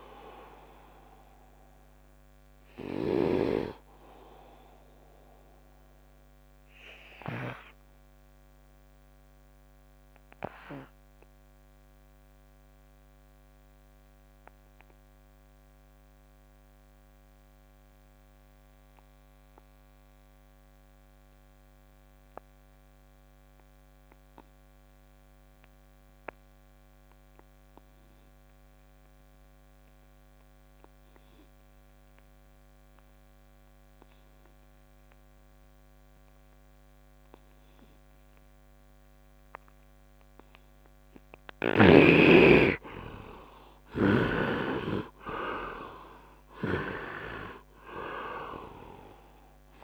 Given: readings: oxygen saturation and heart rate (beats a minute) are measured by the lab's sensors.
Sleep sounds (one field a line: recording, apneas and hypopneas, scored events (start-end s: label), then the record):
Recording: breathing in sleep by a microphone on the trachea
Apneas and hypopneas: 1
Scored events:
0.00-16.00 s: oxygen desaturation (device-marked, oxygen 67% lowest, heart rate 71 extreme)
5.50-42.50 s: obstructive apnea (oxygen 98% before, 66% lowest, heart rate 79 before, 71 extreme, up 9 after)
27.00-49.84 s: oxygen desaturation (device-marked, oxygen 100% before, 66% lowest, heart rate 73 before, 71 extreme)
44.00-49.84 s: snoring (device-marked)
44.50-48.50 s: arousal
From the record:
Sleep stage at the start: N2 (light sleep)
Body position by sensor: on the right side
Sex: male